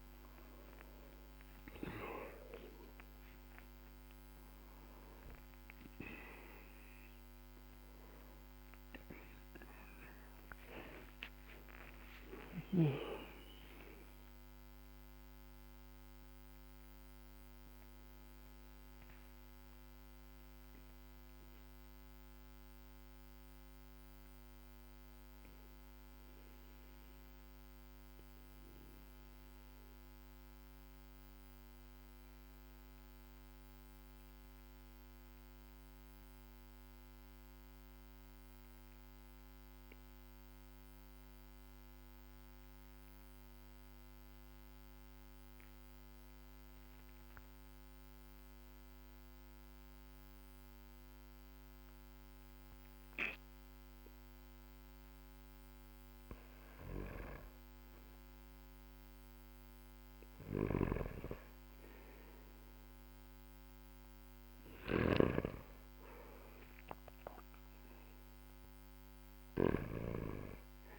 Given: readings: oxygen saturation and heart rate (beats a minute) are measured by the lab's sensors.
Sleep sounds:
breathing in sleep by a microphone on the trachea; 1
0.50-30.50 s: new sleep stage, N1 (lightest sleep)
8.50-37.50 s: oxygen desaturation (device-marked, oxygen 97% before, 93% lowest, heart rate 59 before, 46 extreme)
16.00-55.50 s: mixed apnea (oxygen 97% before, 93% lowest, heart rate 61 before, 45 extreme, up 3 after)
30.50-70.99 s: new sleep stage, N2 (light sleep)
60.00-69.50 s: snoring (device-marked)
60.50-66.00 s: arousal
From the record:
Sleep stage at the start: N2 (light sleep); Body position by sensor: on the back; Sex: male

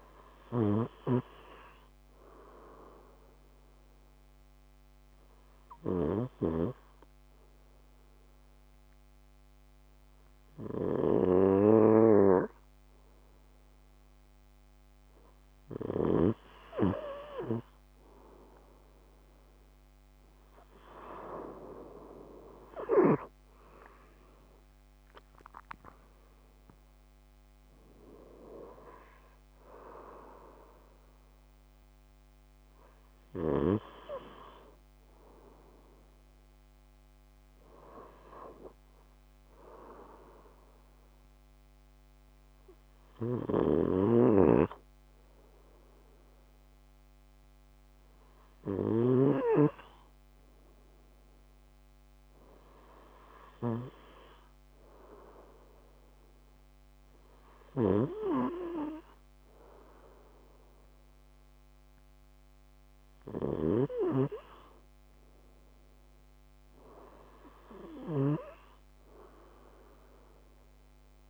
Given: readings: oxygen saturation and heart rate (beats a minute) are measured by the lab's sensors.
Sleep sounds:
breathing in sleep by a microphone on the trachea; 1
2.50-16.00 s: obstructive apnea (oxygen 95% before, 93% lowest, heart rate 136 before, 102 extreme, up 1 after)
10.00-15.50 s: snoring (device-marked)
19.50-25.50 s: arousal
43.00-48.50 s: snoring (device-marked)
61.50-65.00 s: arousal
62.50-67.50 s: snoring (device-marked)
From the record:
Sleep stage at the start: N2 (light sleep); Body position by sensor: on the left side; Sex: male

